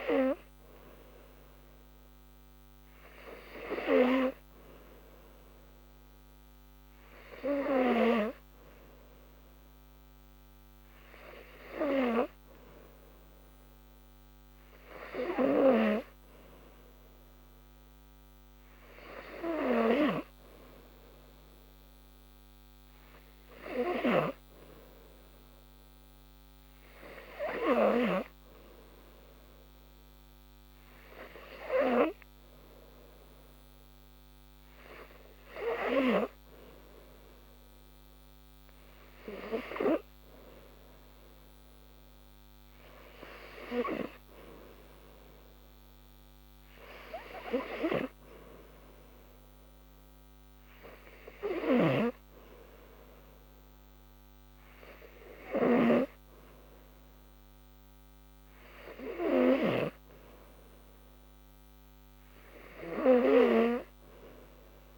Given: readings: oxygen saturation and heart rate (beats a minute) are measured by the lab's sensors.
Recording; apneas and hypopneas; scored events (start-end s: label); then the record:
breathing in sleep by a microphone on the trachea; none
51.50-60.00 s: snoring (device-marked)
From the record:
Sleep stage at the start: N3 (deep sleep); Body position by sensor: on the back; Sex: female